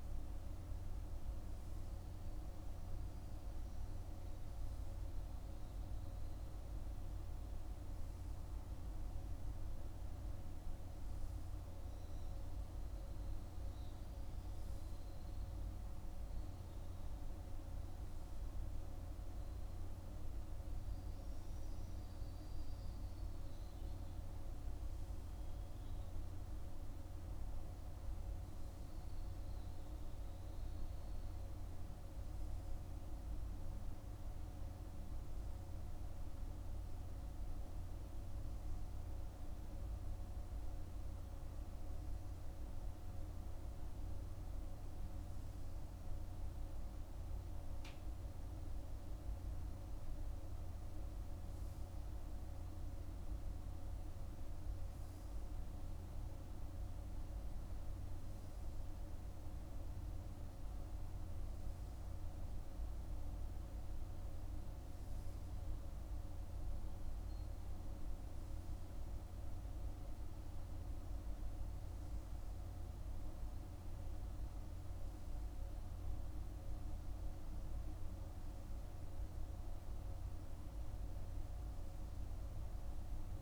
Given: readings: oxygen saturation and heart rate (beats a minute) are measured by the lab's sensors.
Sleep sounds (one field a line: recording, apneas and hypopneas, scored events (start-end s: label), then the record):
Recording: breathing in sleep, hard to hear, by a room microphone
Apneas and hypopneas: none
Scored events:
none scored
From the record:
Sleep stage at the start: N3 (deep sleep)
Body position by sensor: on the right side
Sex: male